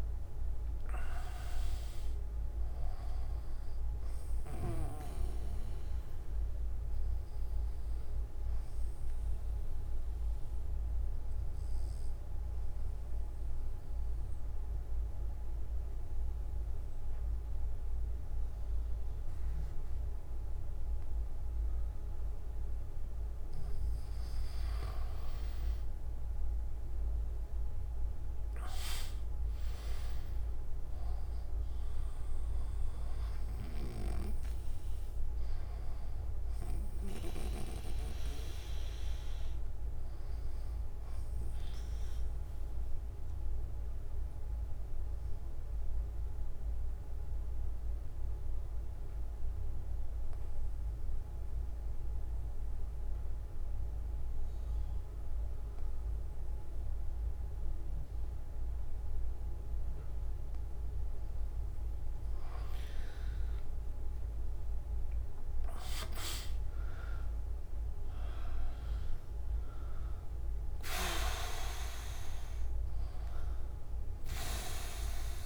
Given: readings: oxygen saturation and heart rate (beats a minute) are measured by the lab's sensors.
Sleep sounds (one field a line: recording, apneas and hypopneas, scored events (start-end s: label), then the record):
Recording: breathing in sleep by a room microphone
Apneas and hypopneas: 2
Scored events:
7.50-23.50 s: obstructive apnea (oxygen 97% before, 96% lowest)
33.50-37.50 s: snoring (device-marked)
42.00-60.50 s: obstructive apnea (oxygen 98% before, 94% lowest)
From the record:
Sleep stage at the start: N3 (deep sleep)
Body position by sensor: on the back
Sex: male